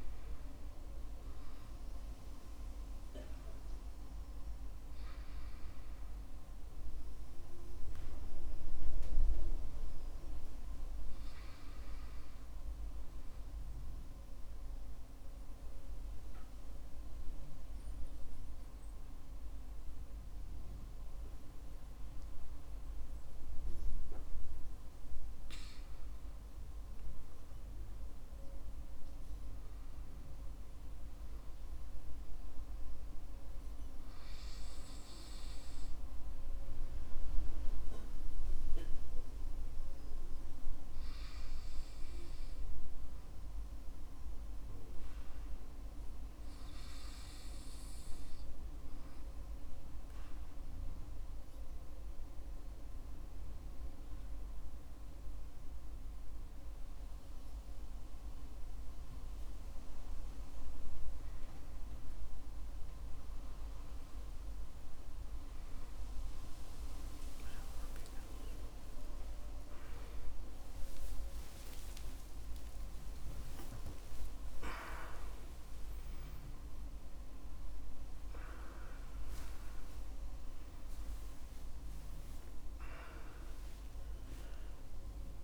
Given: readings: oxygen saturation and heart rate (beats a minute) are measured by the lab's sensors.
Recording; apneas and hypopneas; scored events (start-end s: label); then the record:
a person partly awake in a sleep study, hard to hear, by a room microphone; 2
13.50-26.50 s: hypopnea (oxygen 97% before, 95% lowest, heart rate 57 before, 52 extreme, up 14 after)
28.00-31.50 s: arousal
52.00-62.00 s: obstructive apnea (oxygen 96% before, 95% lowest, heart rate 57 before, 56 extreme, up 8 after)
62.50-85.44 s: new sleep stage, awake
70.50-74.50 s: tachycardia (device-marked, heart rate 57 before, 107 extreme)
77.50-84.50 s: tachycardia (device-marked, heart rate 57 before, 146 extreme)
From the record:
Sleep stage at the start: N2 (light sleep); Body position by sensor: on the back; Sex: male